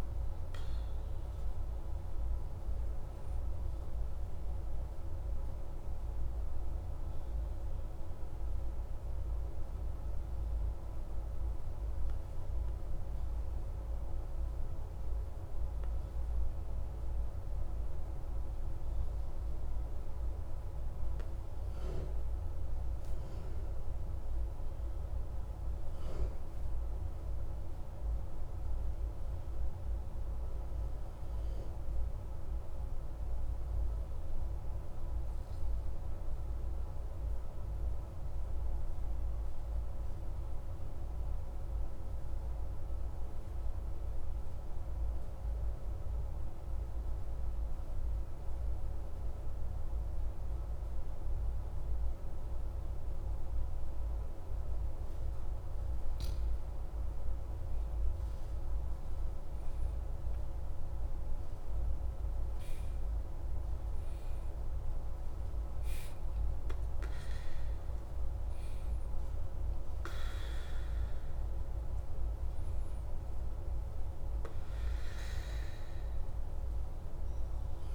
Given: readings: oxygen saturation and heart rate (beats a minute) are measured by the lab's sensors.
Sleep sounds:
breathing in sleep, hard to hear, by a room microphone; 2
9.00-22.00 s: obstructive apnea (oxygen 97% before, 92% lowest)
25.00-28.00 s: arousal
31.50-54.00 s: obstructive apnea (oxygen 97% before, 92% lowest)
56.00-60.00 s: arousal
66.00-77.95 s: oxygen desaturation (device-marked, oxygen 95% before, 92% lowest)
From the record:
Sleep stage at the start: N1 (lightest sleep); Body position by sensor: on the back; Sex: male

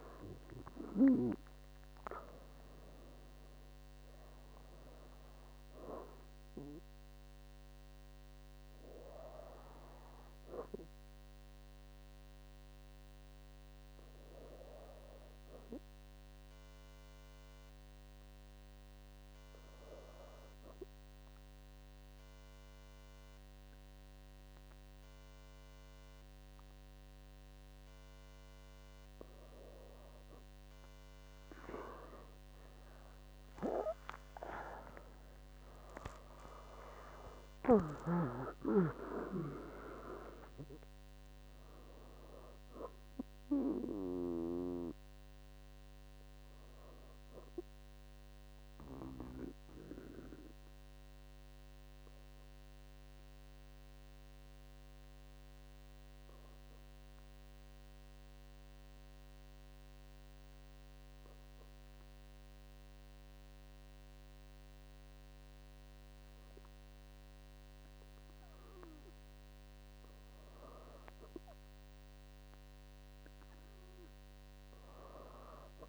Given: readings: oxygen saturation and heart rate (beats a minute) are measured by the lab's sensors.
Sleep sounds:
breathing in sleep by a microphone on the trachea; 2
0.00-2.50 s: arousal
12.00-29.50 s: hypopnea (oxygen 98% before, 97% lowest, heart rate 67 before, 64 extreme, up 28 after)
33.00-37.00 s: arousal
49.50-69.00 s: obstructive apnea (oxygen 99% before, 97% lowest, heart rate 79 before, 60 extreme, up 0 after)
71.50-75.50 s: arousal
From the record:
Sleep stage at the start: N2 (light sleep); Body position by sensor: on the back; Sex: female

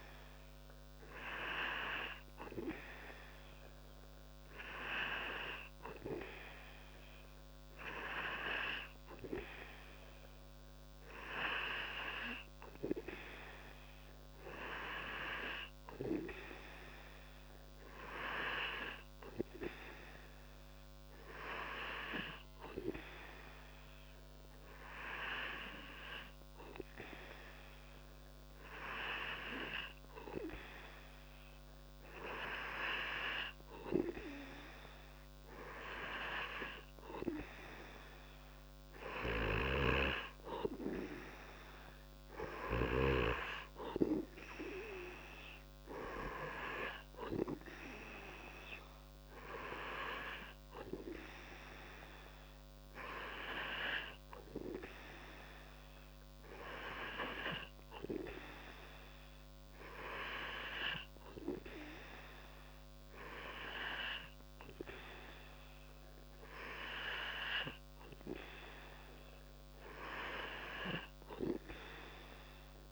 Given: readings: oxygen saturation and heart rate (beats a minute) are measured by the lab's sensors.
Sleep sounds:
breathing in sleep by a microphone on the trachea; none
none scored
From the record:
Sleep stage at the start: N2 (light sleep); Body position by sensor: on the back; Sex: male

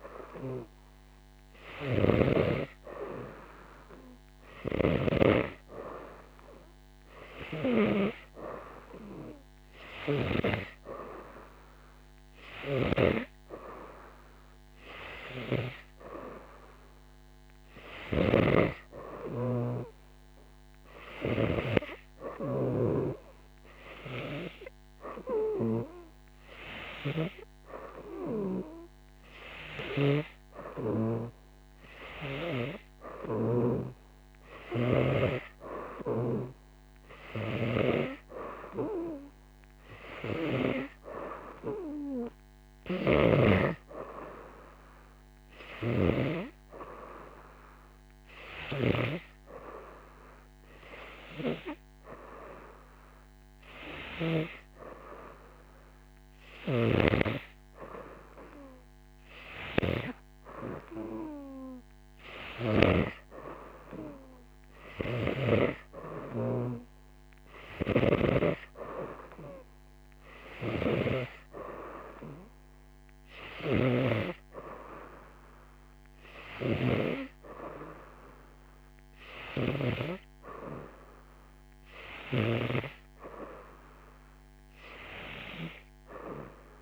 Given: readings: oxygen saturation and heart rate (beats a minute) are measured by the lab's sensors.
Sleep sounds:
breathing in sleep by a microphone on the trachea; none
4.50-10.50 s: snoring (device-marked)
8.50-18.50 s: oxygen desaturation (device-marked, oxygen 94% before, 91% lowest, heart rate 87 before, 88 extreme)
12.50-27.50 s: snoring (device-marked)
29.50-46.50 s: snoring (device-marked)
56.50-63.00 s: snoring (device-marked)
65.50-81.50 s: oxygen desaturation (device-marked, oxygen 94% before, 90% lowest, heart rate 89 before, 85 extreme)
67.50-86.82 s: snoring (device-marked)
From the record:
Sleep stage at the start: N2 (light sleep); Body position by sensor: on the right side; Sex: female

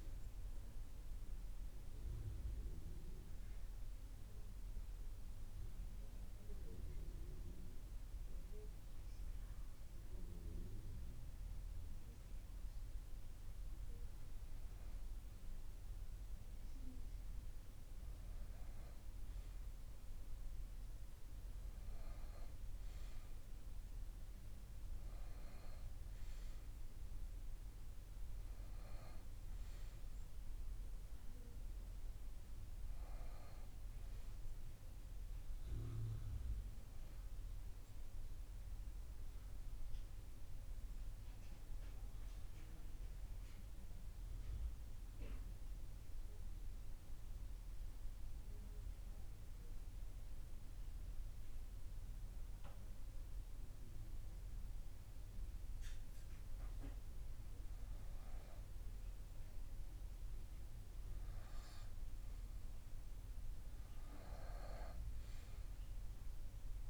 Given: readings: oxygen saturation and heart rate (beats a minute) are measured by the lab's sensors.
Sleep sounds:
breathing in sleep, hard to hear, by a room microphone; 2
1.00-12.50 s: obstructive apnea (oxygen 97% before, 95% lowest)
15.00-20.50 s: arousal
43.00-56.50 s: hypopnea (oxygen 97% before, 95% lowest)
59.50-64.00 s: arousal
From the record:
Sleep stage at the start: REM sleep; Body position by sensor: on the back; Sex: male

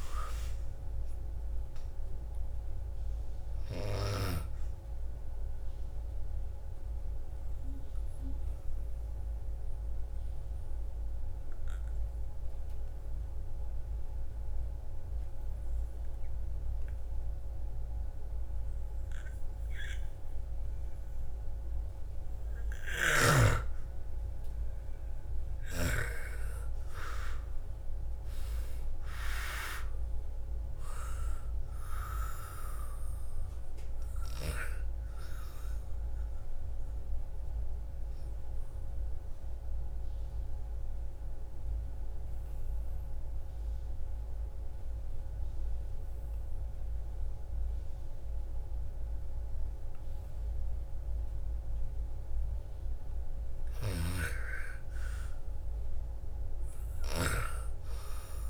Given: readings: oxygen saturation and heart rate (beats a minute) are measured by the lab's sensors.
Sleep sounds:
breathing in sleep by a room microphone; 2
0.00-16.00 s: oxygen desaturation (device-marked, oxygen 98% before, 88% lowest, heart rate 56 before, 53 extreme)
5.50-22.50 s: obstructive apnea (oxygen 98% before, 86% lowest, heart rate 59 before, 53 extreme, up 13 after)
25.00-46.00 s: oxygen desaturation (device-marked, oxygen 98% before, 86% lowest, heart rate 56 before, 55 extreme)
26.00-30.50 s: arousal
36.00-52.00 s: obstructive apnea (oxygen 98% before, 86% lowest, heart rate 59 before, 55 extreme, up 9 after)
53.00-56.50 s: arousal
53.00-57.00 s: snoring (device-marked)
55.00-58.50 s: oxygen desaturation (device-marked, oxygen 99% before, 93% lowest, heart rate 58 before, 56 extreme)
From the record:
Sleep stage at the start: N2 (light sleep); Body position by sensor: on the back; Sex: female

